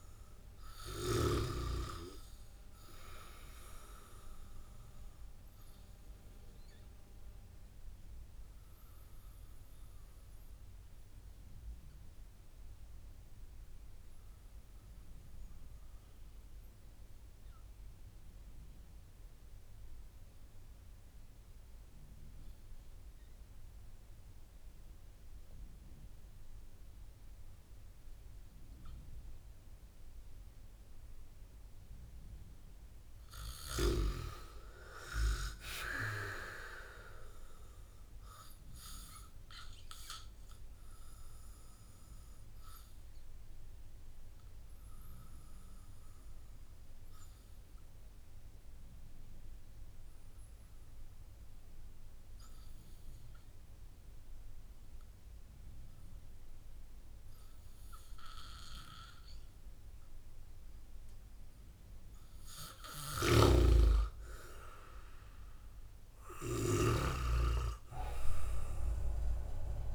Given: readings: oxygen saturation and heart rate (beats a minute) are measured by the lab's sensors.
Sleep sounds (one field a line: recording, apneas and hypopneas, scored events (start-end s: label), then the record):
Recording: breathing in sleep by a room microphone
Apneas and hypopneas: 2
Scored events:
0.00-1.50 s: arousal
7.00-32.00 s: obstructive apnea (oxygen 97% before, 93% lowest)
9.00-39.00 s: new sleep stage, N1 (lightest sleep)
34.50-38.00 s: arousal
39.00-69.95 s: new sleep stage, N2 (light sleep)
40.50-62.50 s: obstructive apnea (oxygen 97% before, 93% lowest)
63.00-67.00 s: snoring (device-marked)
64.00-67.00 s: arousal
From the record:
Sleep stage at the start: N2 (light sleep)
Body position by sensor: on the back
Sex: male